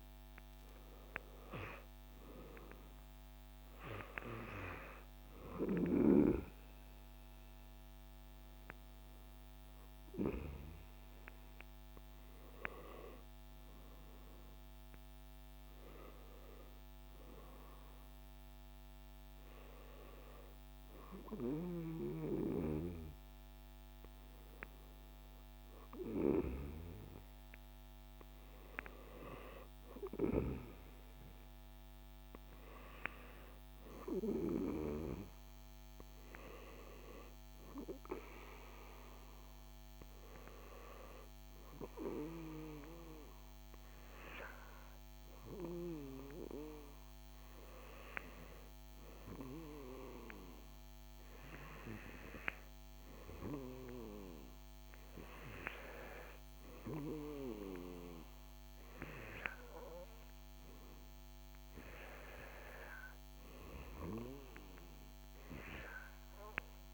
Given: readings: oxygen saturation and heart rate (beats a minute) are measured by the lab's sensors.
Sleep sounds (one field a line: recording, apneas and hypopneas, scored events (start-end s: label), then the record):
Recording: breathing in sleep by a microphone on the trachea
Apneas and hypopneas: none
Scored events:
none scored
From the record:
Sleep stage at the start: N2 (light sleep)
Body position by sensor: on the back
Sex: male